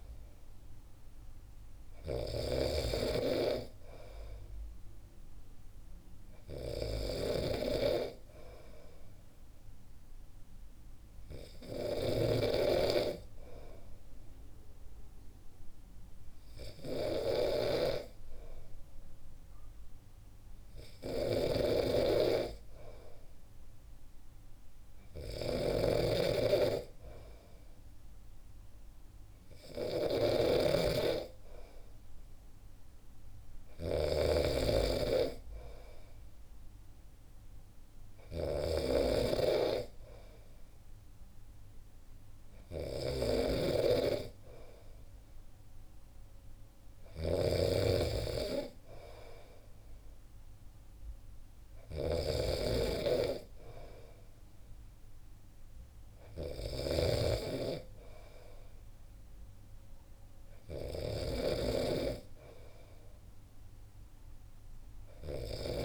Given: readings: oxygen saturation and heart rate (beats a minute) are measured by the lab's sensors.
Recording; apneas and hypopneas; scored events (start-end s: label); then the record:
breathing in sleep by a room microphone; none
7.00-65.85 s: snoring (device-marked)
From the record:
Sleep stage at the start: N2 (light sleep); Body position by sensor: on the back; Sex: male